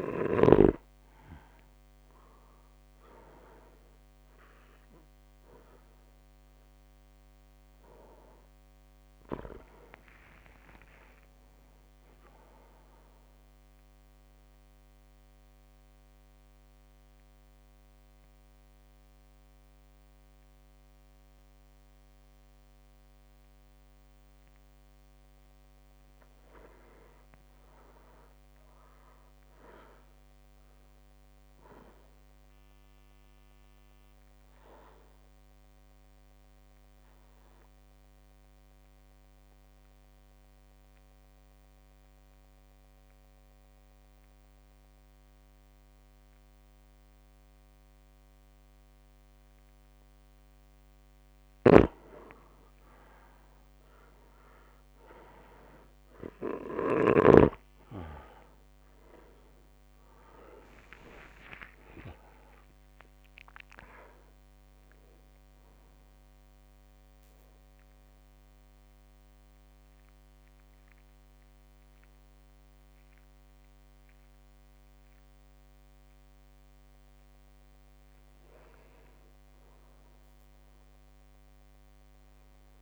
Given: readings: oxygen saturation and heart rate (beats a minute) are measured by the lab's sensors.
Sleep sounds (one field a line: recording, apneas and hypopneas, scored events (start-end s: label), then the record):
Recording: breathing in sleep by a microphone on the trachea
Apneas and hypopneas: 3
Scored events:
2.00-24.00 s: oxygen desaturation (device-marked, oxygen 100% before, 96% lowest, heart rate 59 before, 54 extreme)
13.00-32.00 s: drop in pulse transit time (device-marked, heart rate 59 before, 58 extreme)
14.00-25.00 s: central apnea (oxygen 100% before, 94% lowest, heart rate 59 before, 54 extreme, up 21 after)
26.50-29.50 s: arousal
27.00-29.00 s: long interval between heartbeats (device-marked, heart rate 58 before, 70 extreme)
32.00-51.00 s: obstructive apnea (oxygen 100% before, 94% lowest, heart rate 63 before, 54 extreme, up 26 after)
49.00-55.00 s: drop in pulse transit time (device-marked, heart rate 62 before, 57 extreme)
51.50-57.50 s: snoring (device-marked)
52.50-54.50 s: long interval between heartbeats (device-marked, heart rate 59 before, 73 extreme)
55.50-60.50 s: arousal
58.00-82.82 s: oxygen desaturation (device-marked, oxygen 99% before, 94% lowest, heart rate 62 before, 57 extreme)
67.00-78.00 s: central apnea (oxygen 100% before, 94% lowest, heart rate 66 before, 57 extreme, up 3 after)
67.00-82.82 s: drop in pulse transit time (device-marked, heart rate 66 before, 57 extreme)
79.00-82.00 s: arousal
From the record:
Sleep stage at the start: REM sleep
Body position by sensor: on the back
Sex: male